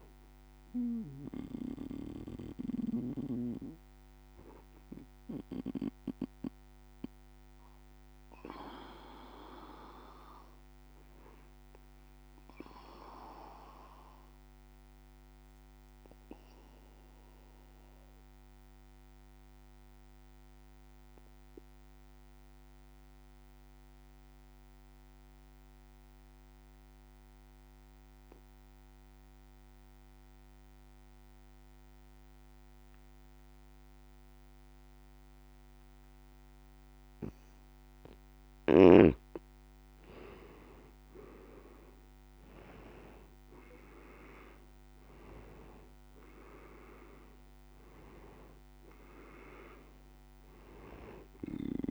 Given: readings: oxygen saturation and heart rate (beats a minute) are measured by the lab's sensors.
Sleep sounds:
breathing in sleep by a microphone on the trachea; 1
0.00-14.50 s: oxygen desaturation (device-marked, oxygen 92% lowest, heart rate 49 extreme)
3.50-36.50 s: obstructive apnea (oxygen 96% before, 89% lowest, heart rate 44 before, 49 extreme, up 8 after)
39.50-51.91 s: oxygen desaturation (device-marked, oxygen 98% before, 92% lowest, heart rate 52 before, 49 extreme)
40.50-45.00 s: arousal
From the record:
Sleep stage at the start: N2 (light sleep); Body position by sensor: on the back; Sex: male

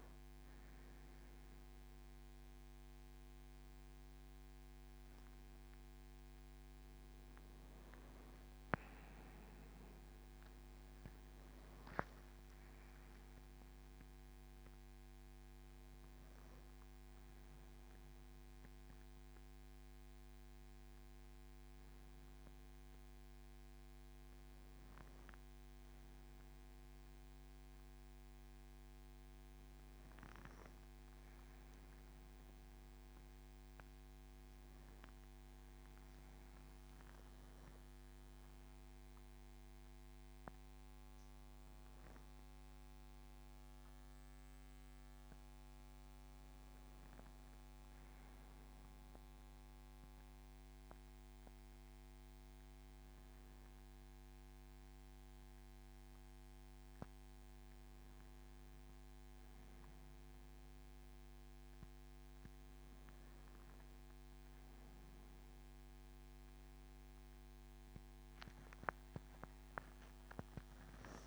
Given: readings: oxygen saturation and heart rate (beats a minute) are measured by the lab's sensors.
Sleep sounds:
a person awake in a sleep study, hard to hear, by a microphone on the trachea; none
none scored
From the record:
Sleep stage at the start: awake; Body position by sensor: on the back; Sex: male

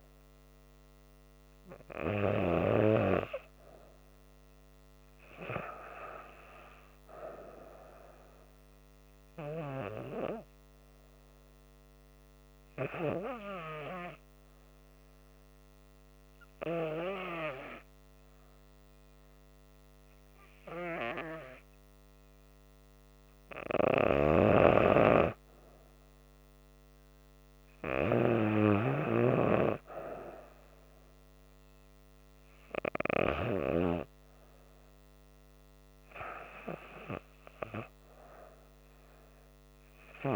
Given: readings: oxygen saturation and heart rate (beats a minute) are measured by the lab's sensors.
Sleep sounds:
breathing in sleep by a microphone on the trachea; 1
9.00-25.00 s: hypopnea (oxygen 95% before, 90% lowest, heart rate 77 before, 76 extreme, up 3 after)
24.00-29.00 s: snoring (device-marked)
26.50-40.36 s: oxygen desaturation (device-marked, oxygen 95% before, 90% lowest, heart rate 77 before, 76 extreme)
27.00-31.00 s: arousal
From the record:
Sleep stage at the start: REM sleep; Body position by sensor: on the back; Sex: female

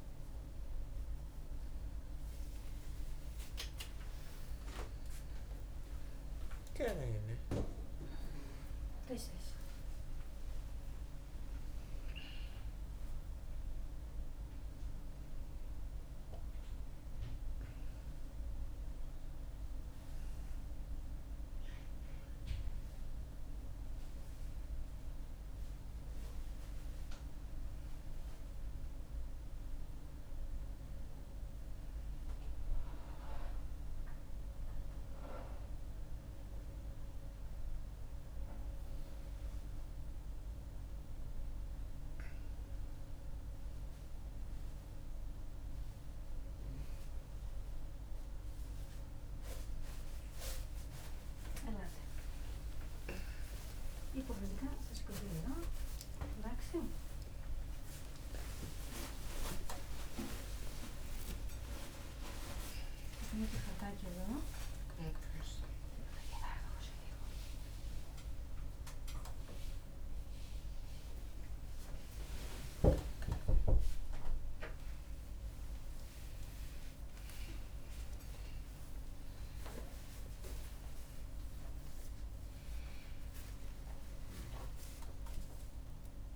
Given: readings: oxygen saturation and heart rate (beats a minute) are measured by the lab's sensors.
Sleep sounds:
a person awake in a sleep study, by a room microphone; none
59.50-63.50 s: oxygen desaturation (device-marked, oxygen 98% before, 95% lowest)
From the record:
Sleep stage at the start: awake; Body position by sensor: on the back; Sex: female

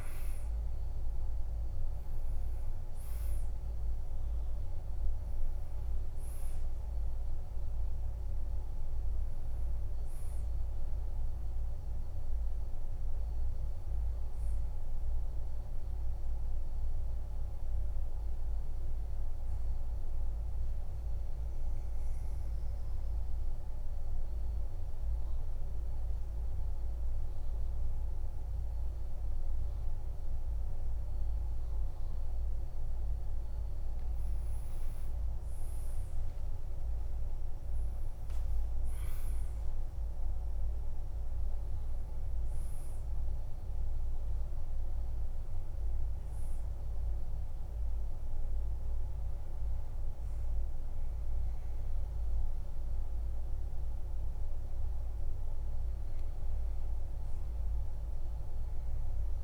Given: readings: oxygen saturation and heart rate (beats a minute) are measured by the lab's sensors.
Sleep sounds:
breathing in sleep, hard to hear, by a room microphone; 1
0.00-16.00 s: oxygen desaturation (device-marked, oxygen 89% lowest, heart rate 50 extreme)
16.50-19.00 s: arousal
21.00-33.50 s: central apnea (oxygen 99% before, 89% lowest, heart rate 61 before, 49 extreme, up 13 after)
36.00-40.50 s: arousal
43.00-59.44 s: oxygen desaturation (device-marked, oxygen 99% before, 95% lowest, heart rate 54 before, 49 extreme)
From the record:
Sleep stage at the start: N2 (light sleep); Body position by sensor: on the back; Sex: male

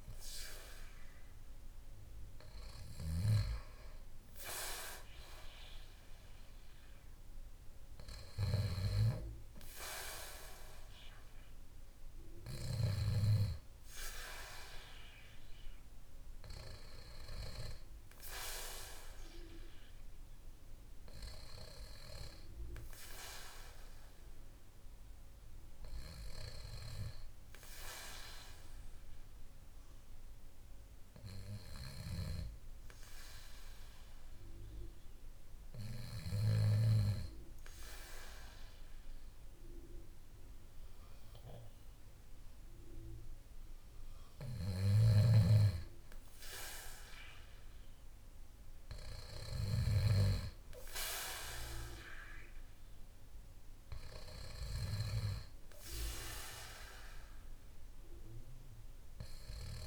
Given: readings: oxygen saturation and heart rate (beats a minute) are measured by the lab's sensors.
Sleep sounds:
breathing in sleep by a room microphone; 1
0.00-3.00 s: snoring (device-marked)
32.00-44.50 s: hypopnea (oxygen 95% before, 93% lowest, heart rate 56 before, 51 extreme, up 2 after)
46.00-50.00 s: arousal
From the record:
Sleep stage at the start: N2 (light sleep); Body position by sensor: on the back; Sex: male

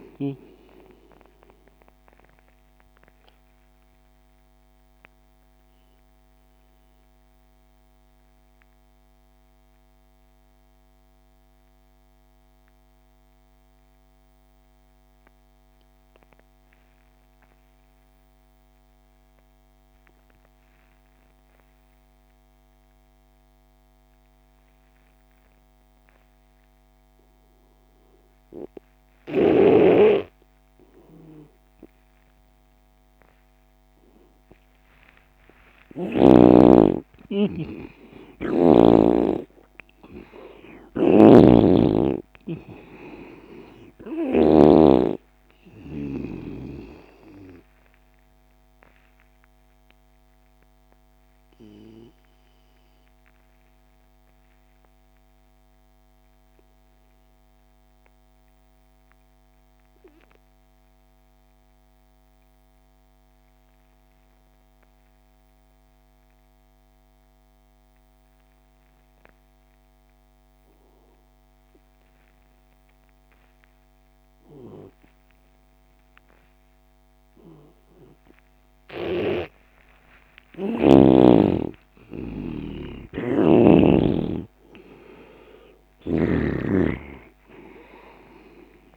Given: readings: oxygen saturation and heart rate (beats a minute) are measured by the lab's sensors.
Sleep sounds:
breathing in sleep by a microphone on the trachea; 2
0.00-23.00 s: oxygen desaturation (device-marked, oxygen 84% lowest)
3.50-34.00 s: mixed apnea (oxygen 98% before, 84% lowest)
37.00-66.00 s: oxygen desaturation (device-marked, oxygen 98% before, 85% lowest)
37.50-41.00 s: arousal
41.00-45.00 s: snoring (device-marked)
49.00-77.50 s: obstructive apnea (oxygen 98% before, 82% lowest)
79.00-82.50 s: arousal
79.00-88.97 s: oxygen desaturation (device-marked, oxygen 98% before, 82% lowest)
79.00-88.97 s: snoring (device-marked)
From the record:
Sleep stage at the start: N2 (light sleep); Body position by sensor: on the left side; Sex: male

